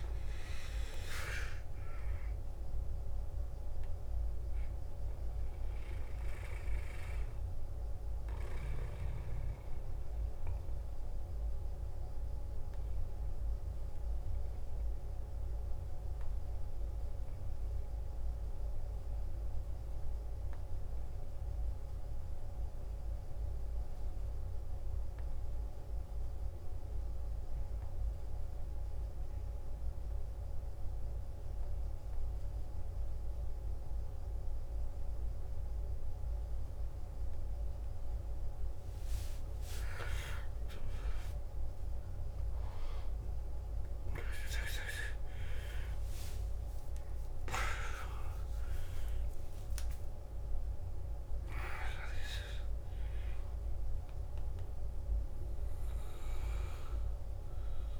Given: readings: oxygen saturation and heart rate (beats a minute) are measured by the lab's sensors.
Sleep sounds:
breathing in sleep by a room microphone; 1
2.00-5.50 s: arousal
5.50-10.50 s: oxygen desaturation (device-marked, oxygen 95% before, 90% lowest, heart rate 68 before, 52 extreme)
8.50-40.50 s: mixed apnea (oxygen 95% before, 91% lowest, heart rate 67 before, 52 extreme, up 13 after)
15.50-58.00 s: new sleep stage, N2 (light sleep)
30.50-58.00 s: oxygen desaturation (device-marked, oxygen 98% before, 91% lowest, heart rate 55 before, 54 extreme)
41.50-47.50 s: arousal
From the record:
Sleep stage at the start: N1 (lightest sleep); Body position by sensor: on the back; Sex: male

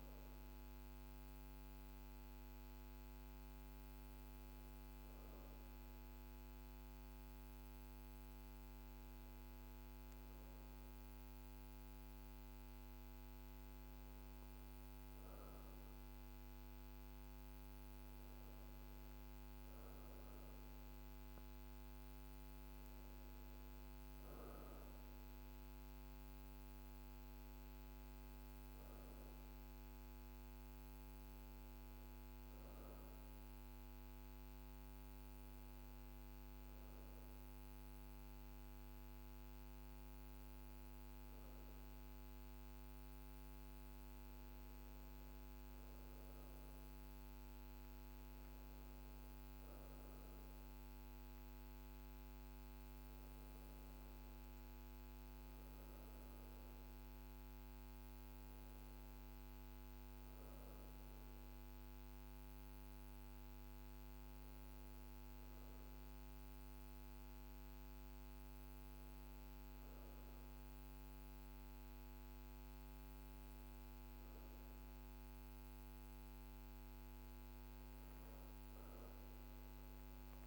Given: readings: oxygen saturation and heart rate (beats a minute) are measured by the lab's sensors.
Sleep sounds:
breathing in sleep, hard to hear, by a microphone on the trachea; none
9.50-80.47 s: new sleep stage, N2 (light sleep)
From the record:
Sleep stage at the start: N1 (lightest sleep); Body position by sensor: on the back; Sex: female

